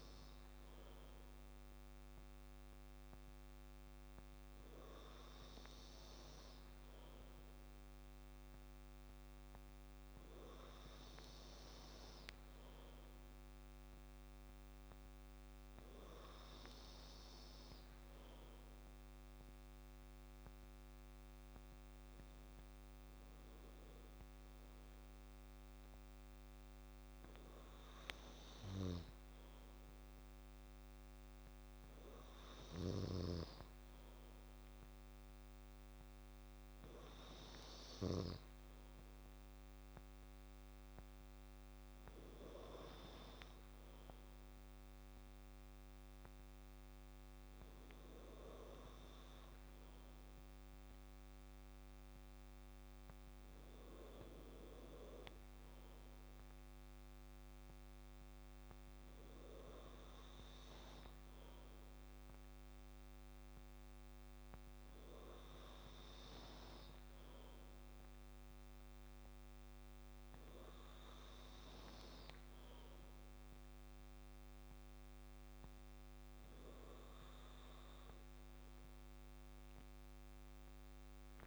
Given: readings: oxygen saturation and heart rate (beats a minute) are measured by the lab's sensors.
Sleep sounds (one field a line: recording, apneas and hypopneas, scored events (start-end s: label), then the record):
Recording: breathing in sleep by a microphone on the trachea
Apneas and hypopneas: none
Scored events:
none scored
From the record:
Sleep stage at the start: N2 (light sleep)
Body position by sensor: on the back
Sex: male